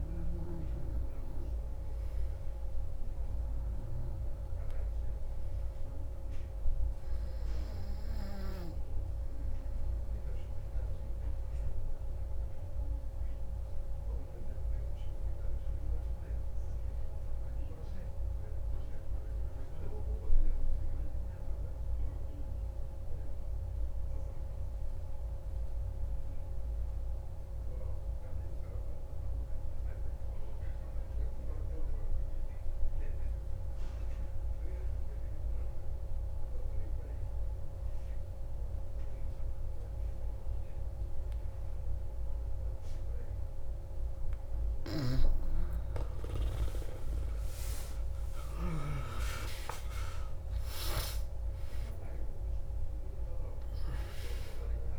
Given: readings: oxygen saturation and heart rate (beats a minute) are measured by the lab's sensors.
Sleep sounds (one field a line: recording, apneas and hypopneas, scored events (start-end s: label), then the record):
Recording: breathing in sleep by a room microphone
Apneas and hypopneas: 1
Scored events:
0.00-11.50 s: oxygen desaturation (device-marked, oxygen 92% lowest, heart rate 57 extreme)
10.50-44.50 s: obstructive apnea (oxygen 96% before, 92% lowest, heart rate 138 before, 57 extreme, up 26 after)
38.50-54.99 s: oxygen desaturation (device-marked, oxygen 97% before, 92% lowest, heart rate 118 before, 38 extreme)
47.00-51.50 s: arousal
From the record:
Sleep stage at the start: N2 (light sleep)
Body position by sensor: on the back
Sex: male